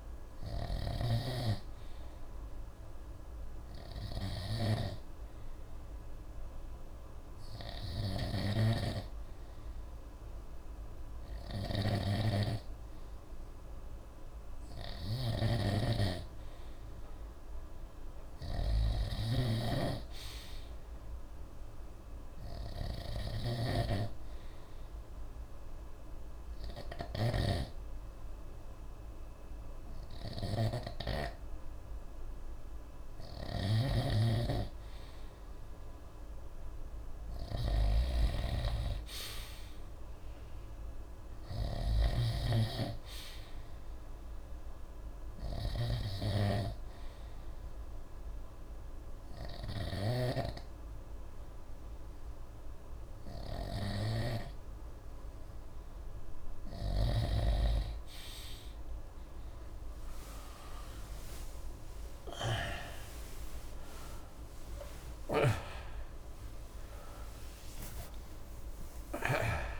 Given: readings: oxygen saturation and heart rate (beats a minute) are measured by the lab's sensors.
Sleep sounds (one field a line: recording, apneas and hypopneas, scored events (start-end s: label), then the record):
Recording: breathing in sleep by a room microphone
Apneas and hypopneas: 3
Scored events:
0.00-63.00 s: snoring (device-marked)
2.00-15.50 s: hypopnea (oxygen 95% before, 91% lowest)
17.50-21.00 s: arousal
24.00-35.50 s: hypopnea (oxygen 94% before, 91% lowest)
38.00-41.50 s: arousal
47.50-57.50 s: obstructive apnea (oxygen 94% before, 91% lowest)
60.00-64.50 s: arousal
From the record:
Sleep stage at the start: N2 (light sleep)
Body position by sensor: on the right side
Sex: male